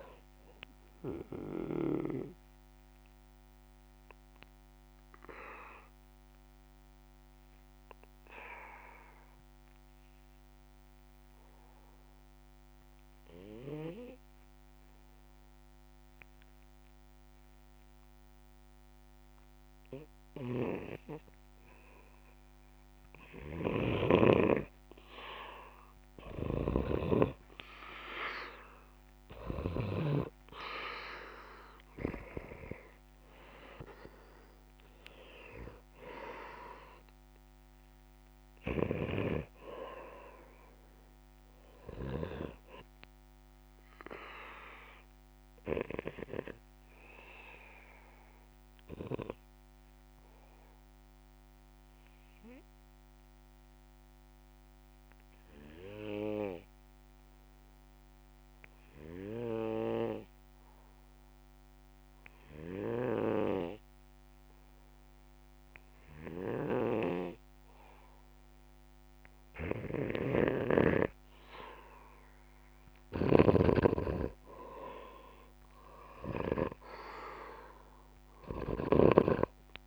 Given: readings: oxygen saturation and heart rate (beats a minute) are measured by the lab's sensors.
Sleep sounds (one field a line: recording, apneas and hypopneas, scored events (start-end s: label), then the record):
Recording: breathing in sleep by a microphone on the trachea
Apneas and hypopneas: 2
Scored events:
2.50-22.00 s: obstructive apnea (oxygen 98% before, 88% lowest, heart rate 65 before, 58 extreme, up 2 after)
23.50-54.50 s: oxygen desaturation (device-marked, oxygen 97% before, 88% lowest, heart rate 64 before, 58 extreme)
24.50-27.50 s: arousal
26.50-30.50 s: snoring (device-marked)
39.00-42.50 s: snoring (device-marked)
46.00-70.00 s: obstructive apnea (oxygen 97% before, 89% lowest, heart rate 66 before, 61 extreme, up 4 after)
67.50-79.87 s: oxygen desaturation (device-marked, oxygen 97% before, 89% lowest, heart rate 64 before, 63 extreme)
73.50-77.00 s: snoring (device-marked)
78.00-79.87 s: arousal
From the record:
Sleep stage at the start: N2 (light sleep)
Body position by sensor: on the back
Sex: male